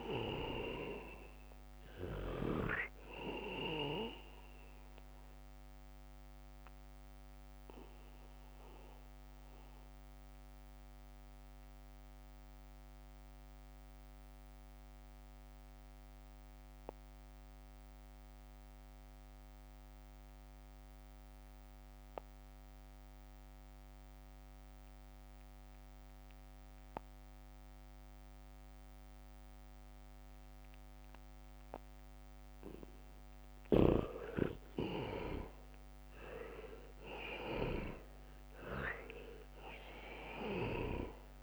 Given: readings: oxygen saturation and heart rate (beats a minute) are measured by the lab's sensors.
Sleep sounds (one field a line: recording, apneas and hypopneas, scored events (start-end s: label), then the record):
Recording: breathing in sleep by a microphone on the trachea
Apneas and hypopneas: 1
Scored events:
0.00-1.00 s: arousal
0.00-3.00 s: snoring (device-marked)
0.00-19.00 s: oxygen desaturation (device-marked, oxygen 78% lowest, heart rate 63 extreme)
8.50-31.50 s: obstructive apnea (oxygen 98% before, 77% lowest, heart rate 69 before, 67 extreme, up 1 after)
28.00-41.43 s: oxygen desaturation (device-marked, oxygen 98% before, 77% lowest, heart rate 72 before, 64 extreme)
31.00-35.00 s: leg movement (device-marked)
34.50-39.00 s: arousal
36.00-41.00 s: leg movement (device-marked)
From the record:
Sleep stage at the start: N2 (light sleep)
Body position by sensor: on the back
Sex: male